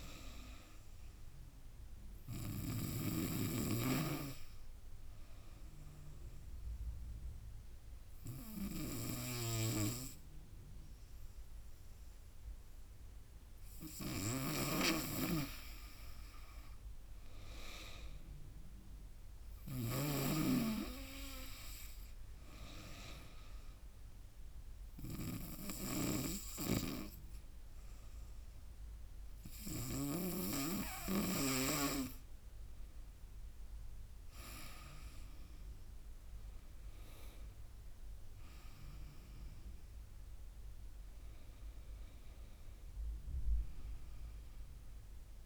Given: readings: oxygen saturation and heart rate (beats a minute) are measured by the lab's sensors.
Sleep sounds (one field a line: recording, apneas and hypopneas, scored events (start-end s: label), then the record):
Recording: breathing in sleep by a room microphone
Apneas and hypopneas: 2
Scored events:
0.00-4.50 s: drop in pulse transit time (device-marked, heart rate 74 extreme)
0.00-11.50 s: oxygen desaturation (device-marked, oxygen 92% lowest, heart rate 71 extreme)
4.50-15.00 s: obstructive apnea (oxygen 97% before, 93% lowest, heart rate 77 before, 71 extreme, up 9 after)
9.00-20.00 s: snoring (device-marked)
16.50-19.50 s: arousal
16.50-25.50 s: drop in pulse transit time (device-marked, heart rate 76 before, 77 extreme)
23.00-34.00 s: obstructive apnea (oxygen 97% before, 92% lowest, heart rate 75 before, 68 extreme, up 11 after)
26.00-30.50 s: snoring (device-marked)
35.50-39.00 s: arousal
35.50-45.46 s: drop in pulse transit time (device-marked, heart rate 79 before, 83 extreme)
39.50-45.46 s: oxygen desaturation (device-marked, oxygen 97% before, 94% lowest, heart rate 81 before, 68 extreme)
From the record:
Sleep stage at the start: N2 (light sleep)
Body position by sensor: on the right side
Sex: female